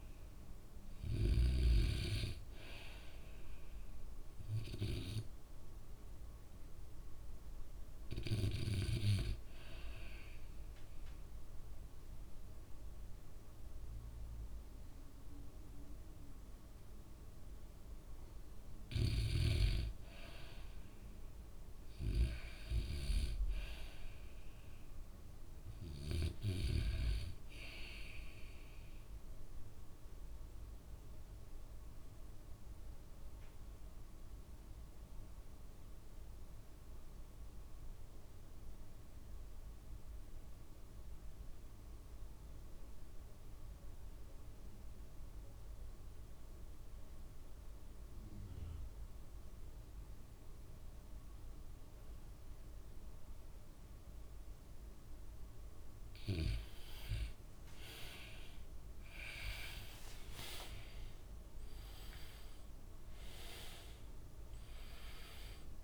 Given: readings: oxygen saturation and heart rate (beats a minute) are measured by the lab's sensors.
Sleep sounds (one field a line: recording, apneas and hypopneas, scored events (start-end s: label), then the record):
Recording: breathing in sleep by a room microphone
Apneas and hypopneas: 2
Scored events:
0.00-13.50 s: oxygen desaturation (device-marked, oxygen 90% lowest, heart rate 60 extreme)
4.50-17.50 s: hypopnea (oxygen 98% before, 83% lowest, heart rate 66 before, 58 extreme, up 2 after)
20.00-24.00 s: arousal
27.50-39.50 s: oxygen desaturation (device-marked, oxygen 96% before, 93% lowest, heart rate 68 before, 57 extreme)
30.50-55.50 s: obstructive apnea (oxygen 97% before, 83% lowest, heart rate 68 before, 57 extreme, up 13 after)
53.50-65.84 s: oxygen desaturation (device-marked, oxygen 95% before, 83% lowest, heart rate 59 before, 62 extreme)
60.00-65.00 s: arousal
From the record:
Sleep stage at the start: N2 (light sleep)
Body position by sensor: on the back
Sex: male